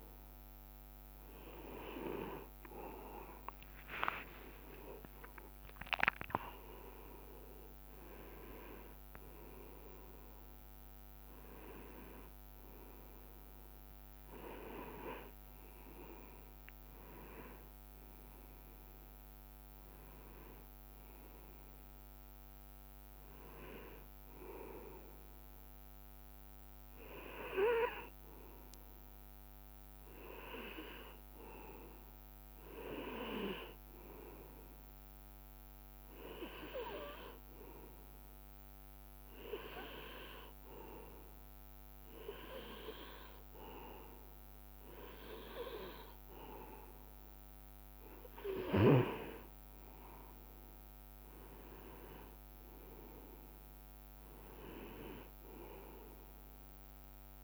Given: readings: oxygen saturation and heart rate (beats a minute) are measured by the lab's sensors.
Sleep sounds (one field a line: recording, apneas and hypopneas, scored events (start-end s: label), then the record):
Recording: breathing in sleep by a microphone on the trachea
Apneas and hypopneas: 1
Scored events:
5.00-10.00 s: arousal
31.50-33.50 s: long interval between heartbeats (device-marked, heart rate 73 before, 69 extreme)
39.00-50.00 s: hypopnea (oxygen 98% before, 96% lowest, heart rate 72 before, 66 extreme, up 8 after)
54.00-57.44 s: arousal
From the record:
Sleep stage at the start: N2 (light sleep)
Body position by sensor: on the right side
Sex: male